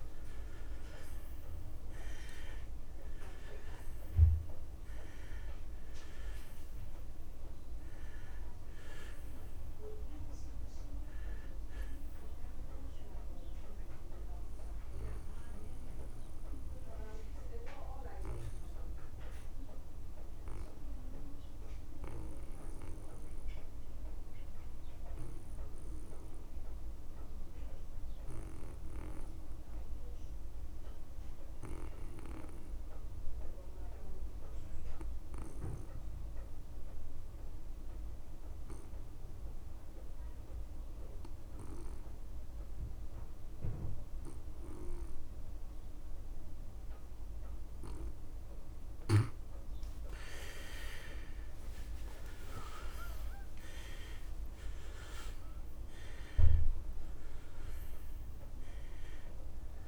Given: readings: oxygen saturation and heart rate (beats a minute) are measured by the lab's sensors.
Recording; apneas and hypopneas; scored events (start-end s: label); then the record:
breathing in sleep by a room microphone; 1
0.00-27.00 s: oxygen desaturation (device-marked, oxygen 75% lowest)
14.50-48.50 s: obstructive apnea (oxygen 91% before, 75% lowest)
18.00-20.00 s: long interval between heartbeats (device-marked)
38.00-59.88 s: oxygen desaturation (device-marked, oxygen 99% before, 79% lowest)
51.00-55.00 s: arousal
From the record:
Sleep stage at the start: N2 (light sleep); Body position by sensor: on the back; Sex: male